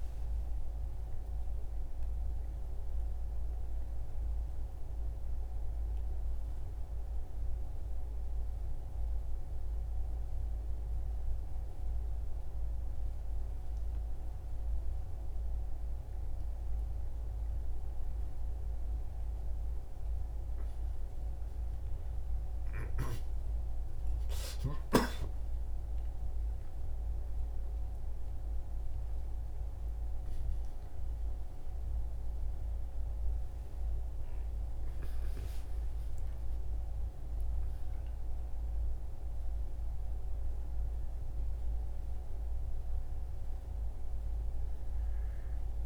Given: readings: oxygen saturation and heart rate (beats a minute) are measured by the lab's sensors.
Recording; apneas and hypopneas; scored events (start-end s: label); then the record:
a person awake in a sleep study, hard to hear, by a room microphone; none
none scored
From the record:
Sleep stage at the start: awake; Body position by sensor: on the right side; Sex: male